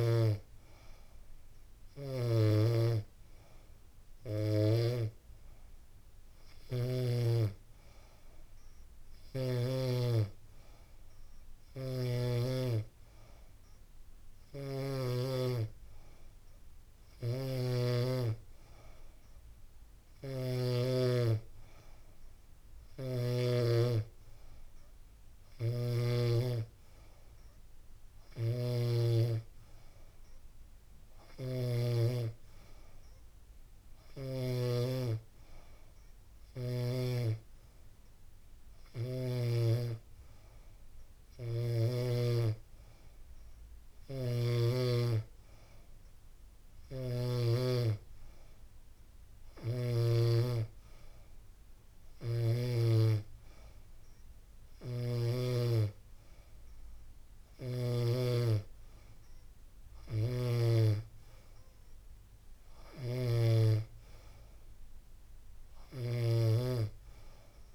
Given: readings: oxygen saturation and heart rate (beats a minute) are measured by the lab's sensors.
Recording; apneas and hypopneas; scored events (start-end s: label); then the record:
breathing in sleep by a room microphone; none
11.00-23.00 s: snoring (device-marked)
27.50-39.00 s: snoring (device-marked)
46.00-49.50 s: snoring (device-marked)
54.00-57.50 s: snoring (device-marked)
From the record:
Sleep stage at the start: N3 (deep sleep); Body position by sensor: on the back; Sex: female